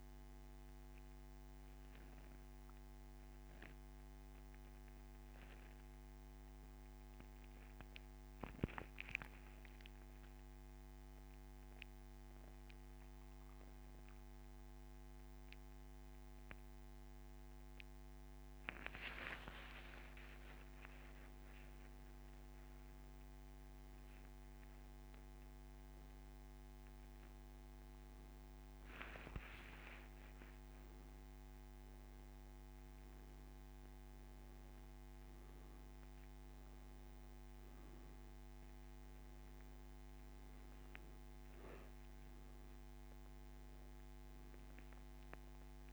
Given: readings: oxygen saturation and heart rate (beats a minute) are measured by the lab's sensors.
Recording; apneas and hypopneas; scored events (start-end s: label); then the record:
breathing in sleep by a microphone on the trachea; 1
0.00-4.00 s: oxygen desaturation (device-marked, oxygen 90% lowest)
0.50-21.00 s: obstructive apnea (oxygen 96% before, 91% lowest)
23.00-26.50 s: arousal
43.50-45.93 s: arousal
From the record:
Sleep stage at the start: N1 (lightest sleep); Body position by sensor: on the back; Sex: male